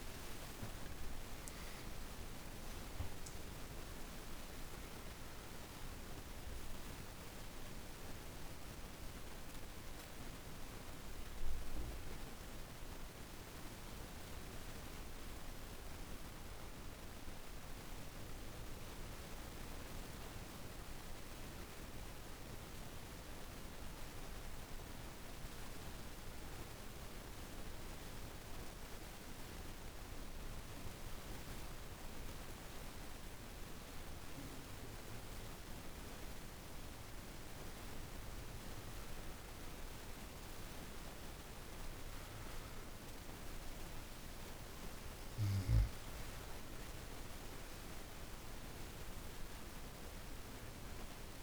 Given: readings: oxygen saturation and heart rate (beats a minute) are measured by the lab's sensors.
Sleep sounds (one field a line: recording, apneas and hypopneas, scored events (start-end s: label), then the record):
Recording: breathing in sleep, hard to hear, by a room microphone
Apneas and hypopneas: 1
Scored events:
0.00-3.00 s: arousal
0.00-21.50 s: oxygen desaturation (device-marked, oxygen 89% lowest, heart rate 50 extreme)
22.00-35.50 s: obstructive apnea (oxygen 98% before, 87% lowest, heart rate 76 before, 50 extreme, up 8 after)
37.00-42.00 s: arousal
37.50-51.43 s: oxygen desaturation (device-marked, oxygen 98% before, 87% lowest, heart rate 51 before, 51 extreme)
From the record:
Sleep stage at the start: N2 (light sleep)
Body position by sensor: on the back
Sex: female